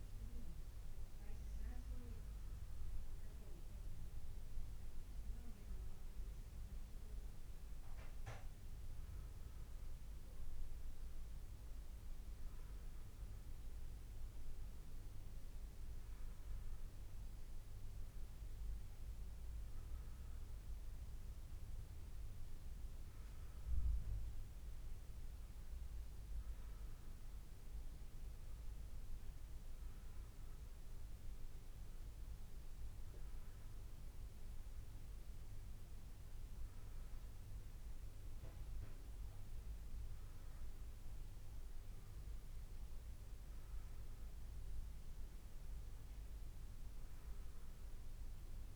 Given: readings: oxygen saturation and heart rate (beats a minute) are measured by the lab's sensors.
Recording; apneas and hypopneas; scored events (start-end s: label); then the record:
breathing in sleep, hard to hear, by a room microphone; none
none scored
From the record:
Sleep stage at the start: N1 (lightest sleep); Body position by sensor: on the back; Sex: male